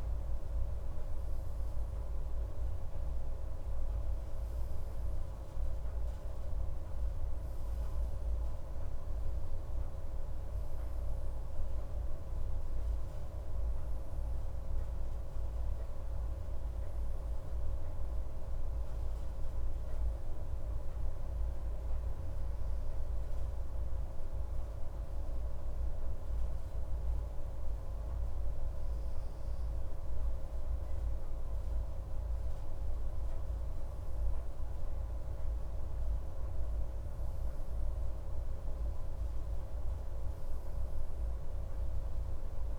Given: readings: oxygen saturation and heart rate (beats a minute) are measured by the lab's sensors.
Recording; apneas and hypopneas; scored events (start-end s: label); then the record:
breathing in sleep, hard to hear, by a room microphone; none
0.00-1.50 s: arousal
From the record:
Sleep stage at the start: N2 (light sleep); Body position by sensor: on the left side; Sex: male